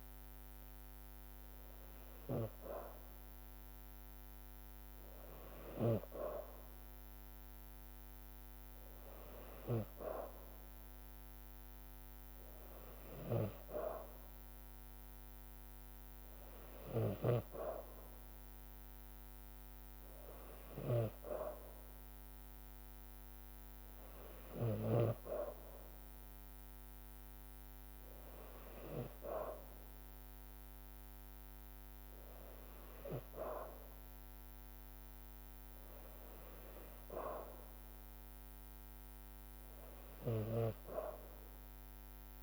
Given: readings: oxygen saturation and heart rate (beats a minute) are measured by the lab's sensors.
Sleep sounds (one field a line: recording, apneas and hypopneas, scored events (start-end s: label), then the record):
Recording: breathing in sleep by a microphone on the trachea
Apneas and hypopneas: none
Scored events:
17.00-25.00 s: snoring (device-marked)
From the record:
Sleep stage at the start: N2 (light sleep)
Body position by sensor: on the back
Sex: female